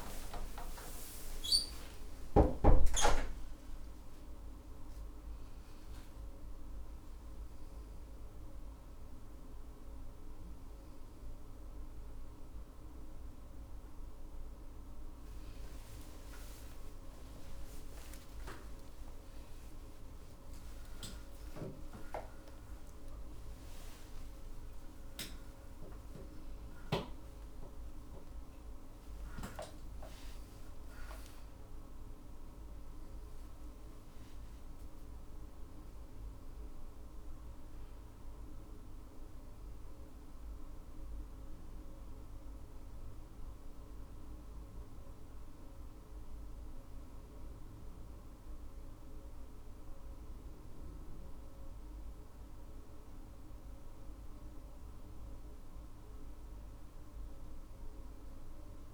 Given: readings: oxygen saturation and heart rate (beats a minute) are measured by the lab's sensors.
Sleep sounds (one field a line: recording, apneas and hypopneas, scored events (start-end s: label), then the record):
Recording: a person awake in a sleep study, by a room microphone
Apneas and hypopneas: none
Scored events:
53.50-58.94 s: new sleep stage, N1 (lightest sleep)
From the record:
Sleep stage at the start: awake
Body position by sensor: on the back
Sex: female